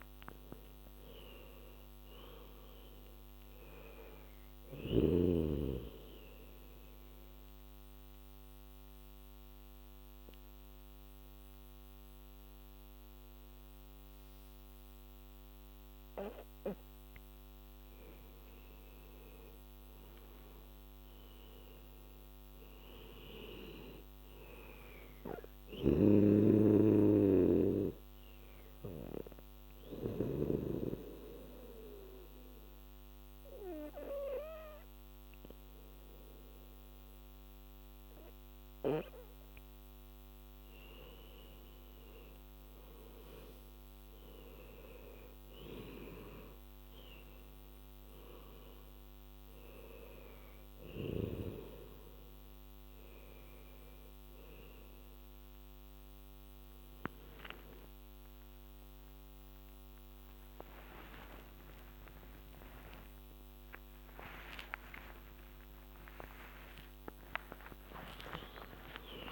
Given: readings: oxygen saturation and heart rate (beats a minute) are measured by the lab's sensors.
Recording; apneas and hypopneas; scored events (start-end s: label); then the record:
breathing in sleep by a microphone on the trachea; 2
4.50-16.00 s: obstructive apnea (oxygen 98% before, 87% lowest, heart rate 82 before, 69 extreme, up 15 after)
17.50-21.50 s: arousal
22.00-36.00 s: oxygen desaturation (device-marked, oxygen 98% before, 87% lowest, heart rate 77 before, 69 extreme)
25.50-30.50 s: snoring (device-marked)
25.50-40.00 s: obstructive apnea (oxygen 98% before, 87% lowest, heart rate 76 before, 69 extreme, up 16 after)
41.50-45.00 s: arousal
47.00-59.00 s: oxygen desaturation (device-marked, oxygen 98% before, 92% lowest, heart rate 75 before, 76 extreme)
61.50-68.00 s: arousal
62.00-64.00 s: long interval between heartbeats (device-marked, heart rate 83 before, 112 extreme)
67.50-69.32 s: long interval between heartbeats (device-marked, heart rate 90 before, 119 extreme)
From the record:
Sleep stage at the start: N2 (light sleep); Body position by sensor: on the back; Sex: female